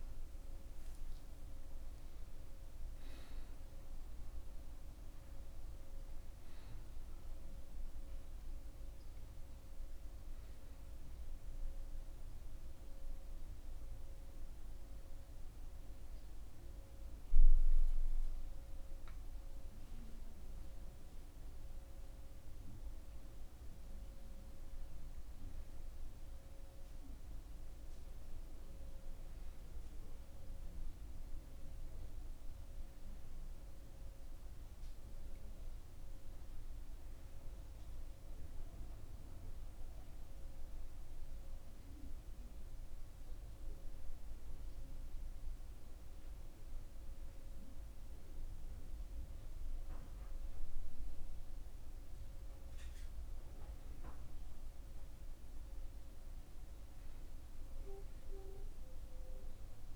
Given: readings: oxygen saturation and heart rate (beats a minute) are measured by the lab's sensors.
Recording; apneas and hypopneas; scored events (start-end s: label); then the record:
breathing in sleep, hard to hear, by a room microphone; none
none scored
From the record:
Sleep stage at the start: N1 (lightest sleep); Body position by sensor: on the back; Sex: male